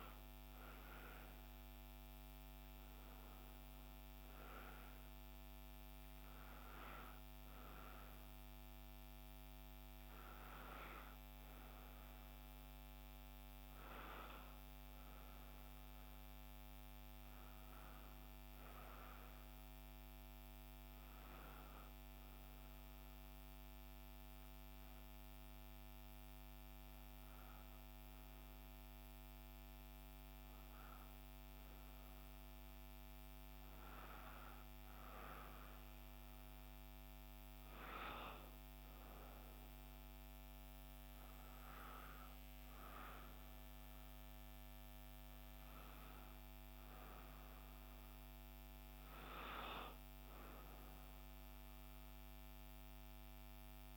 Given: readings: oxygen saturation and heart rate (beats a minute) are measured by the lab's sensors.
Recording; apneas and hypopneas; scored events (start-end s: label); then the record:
a person awake in a sleep study, by a microphone on the trachea; none
none scored
From the record:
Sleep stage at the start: awake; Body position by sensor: on the back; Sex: female